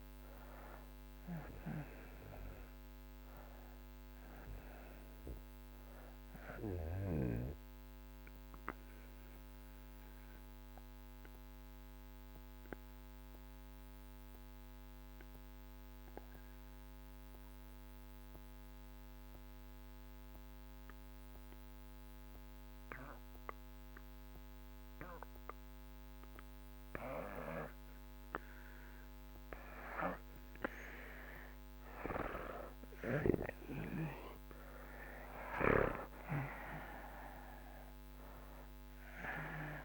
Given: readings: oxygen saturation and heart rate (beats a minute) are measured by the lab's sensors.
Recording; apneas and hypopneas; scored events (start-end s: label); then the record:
breathing in sleep by a microphone on the trachea; 1
0.00-20.00 s: oxygen desaturation (device-marked, oxygen 76% lowest)
6.00-28.00 s: mixed apnea (oxygen 99% before, 76% lowest)
31.00-35.00 s: arousal
33.00-39.85 s: oxygen desaturation (device-marked, oxygen 97% before, 85% lowest)
From the record:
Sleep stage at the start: REM sleep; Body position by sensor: on the back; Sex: male